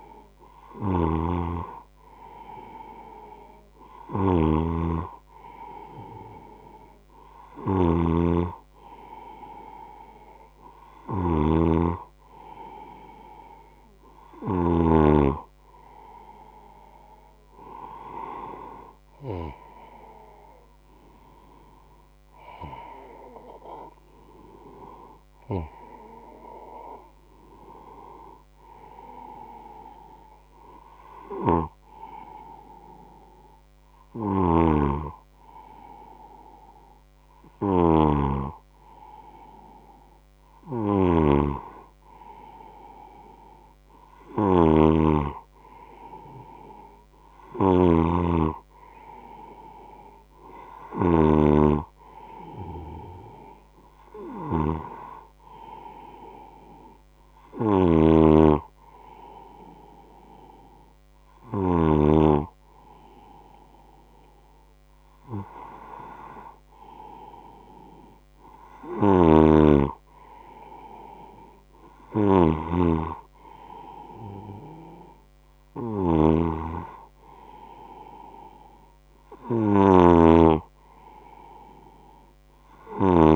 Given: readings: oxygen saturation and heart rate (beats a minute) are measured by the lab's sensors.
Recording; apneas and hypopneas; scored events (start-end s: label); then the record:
breathing in sleep by a microphone on the trachea; none
0.00-14.50 s: snoring (device-marked)
31.00-61.50 s: snoring (device-marked)
68.50-83.36 s: snoring (device-marked)
From the record:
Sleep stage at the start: N1 (lightest sleep); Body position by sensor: on the right side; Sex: male